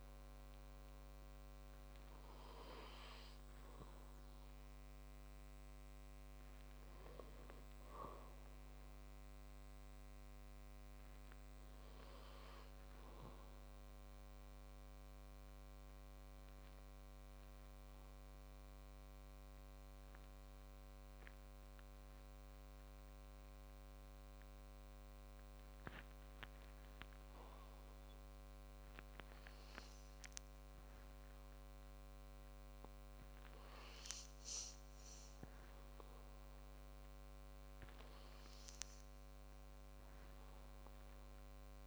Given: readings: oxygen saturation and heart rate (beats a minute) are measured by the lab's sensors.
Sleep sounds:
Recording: breathing in sleep, hard to hear, by a microphone on the trachea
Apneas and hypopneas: 1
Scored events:
14.00-31.00 s: oxygen desaturation (device-marked, oxygen 98% before, 92% lowest, heart rate 53 before, 51 extreme)
15.50-33.00 s: obstructive apnea (oxygen 98% before, 89% lowest, heart rate 53 before, 51 extreme, up 15 after)
34.50-37.50 s: arousal
From the record:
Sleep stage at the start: N2 (light sleep)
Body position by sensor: on the back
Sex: male

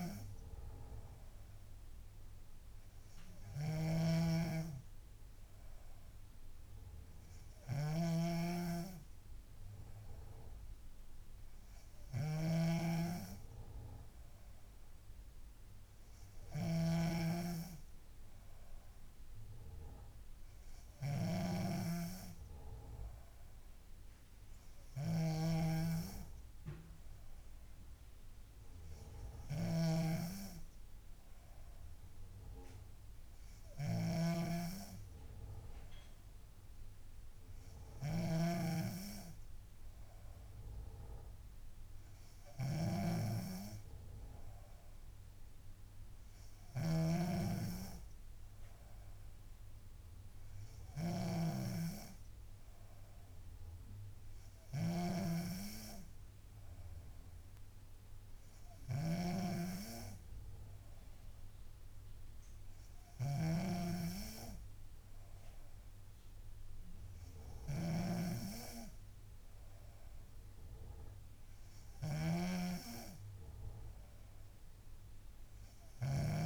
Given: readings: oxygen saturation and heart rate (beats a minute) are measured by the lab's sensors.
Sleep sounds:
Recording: breathing in sleep by a room microphone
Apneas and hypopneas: none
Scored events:
0.00-76.46 s: snoring (device-marked)
From the record:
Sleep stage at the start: N3 (deep sleep)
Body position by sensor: on the back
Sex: female

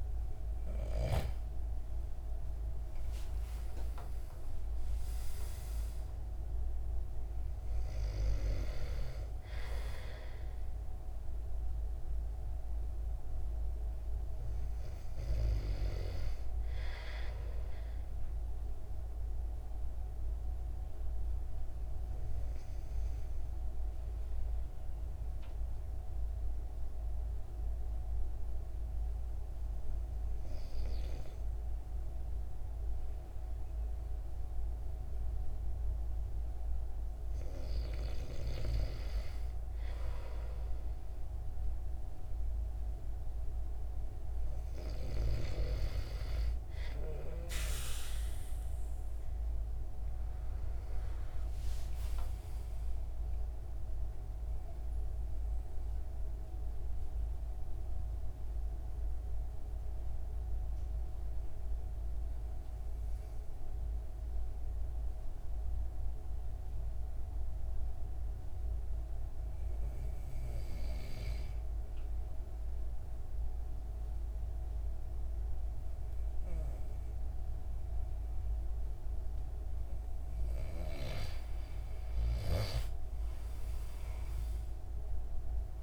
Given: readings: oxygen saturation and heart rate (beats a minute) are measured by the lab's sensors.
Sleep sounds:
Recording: breathing in sleep by a room microphone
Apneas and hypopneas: 2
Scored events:
0.00-3.50 s: arousal
19.50-37.00 s: obstructive apnea (oxygen 96% before, 91% lowest)
49.00-53.00 s: arousal
54.50-79.50 s: obstructive apnea (oxygen 97% before, 91% lowest)
81.50-85.83 s: oxygen desaturation (device-marked, oxygen 97% before, 91% lowest)
82.00-85.83 s: arousal
From the record:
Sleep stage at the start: N2 (light sleep)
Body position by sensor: on the back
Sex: male

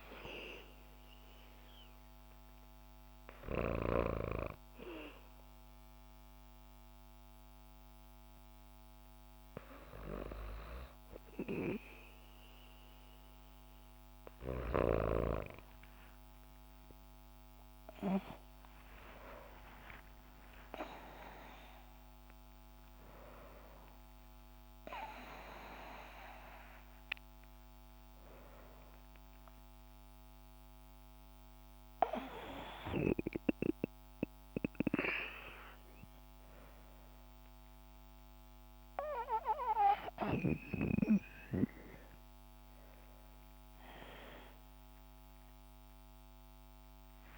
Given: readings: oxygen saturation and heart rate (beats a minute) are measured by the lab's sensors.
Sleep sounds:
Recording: breathing in sleep by a microphone on the trachea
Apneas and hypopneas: none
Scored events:
16.00-20.00 s: arousal
22.00-32.00 s: oxygen desaturation (device-marked, oxygen 97% before, 94% lowest, heart rate 63 before, 62 extreme)
30.00-47.38 s: new sleep stage, N1 (lightest sleep)
From the record:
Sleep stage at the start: N2 (light sleep)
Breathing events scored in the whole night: 200 in 7.3 hours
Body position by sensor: on the back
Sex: female

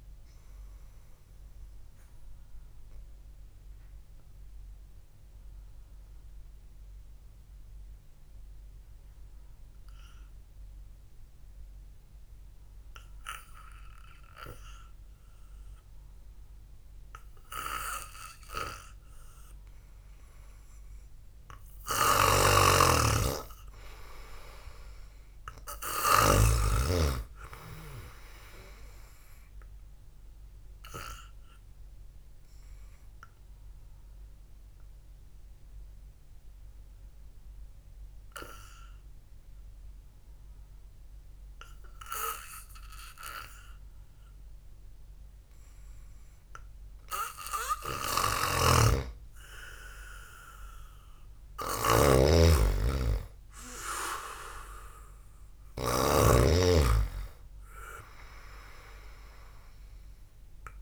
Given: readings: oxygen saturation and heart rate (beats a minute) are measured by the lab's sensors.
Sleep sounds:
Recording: breathing in sleep by a room microphone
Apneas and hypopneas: 2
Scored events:
1.00-17.00 s: obstructive apnea (oxygen 97% before, 90% lowest, heart rate 56 before, 52 extreme, up 4 after)
19.50-22.00 s: arousal
22.50-27.00 s: snoring (device-marked)
29.00-40.00 s: oxygen desaturation (device-marked, oxygen 97% before, 93% lowest, heart rate 63 before, 55 extreme)
31.50-46.50 s: obstructive apnea (oxygen 97% before, 90% lowest, heart rate 62 before, 52 extreme)
45.00-54.00 s: oxygen desaturation (device-marked, oxygen 94% before, 90% lowest, heart rate 60 before, 52 extreme)
48.50-57.00 s: snoring (device-marked)
53.00-58.00 s: arousal
From the record:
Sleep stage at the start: N2 (light sleep)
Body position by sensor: on the back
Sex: male

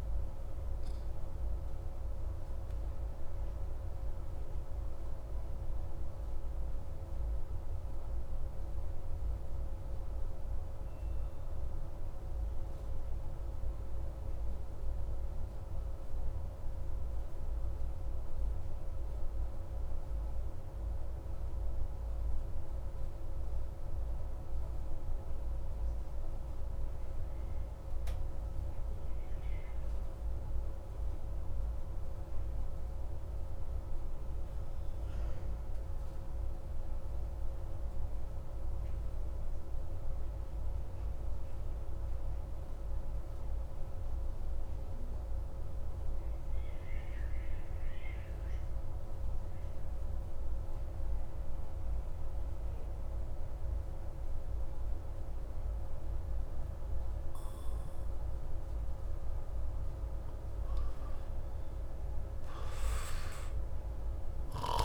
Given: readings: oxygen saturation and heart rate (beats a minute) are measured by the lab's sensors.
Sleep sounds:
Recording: breathing in sleep, hard to hear, by a room microphone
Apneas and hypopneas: 1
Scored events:
4.00-57.50 s: obstructive apnea (oxygen 99% before, 89% lowest)
31.00-44.00 s: oxygen desaturation (device-marked, oxygen 98% before, 95% lowest)
57.00-64.85 s: oxygen desaturation (device-marked, oxygen 96% before, 89% lowest)
60.50-64.85 s: arousal
From the record:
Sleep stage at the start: N2 (light sleep)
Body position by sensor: on the back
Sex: male

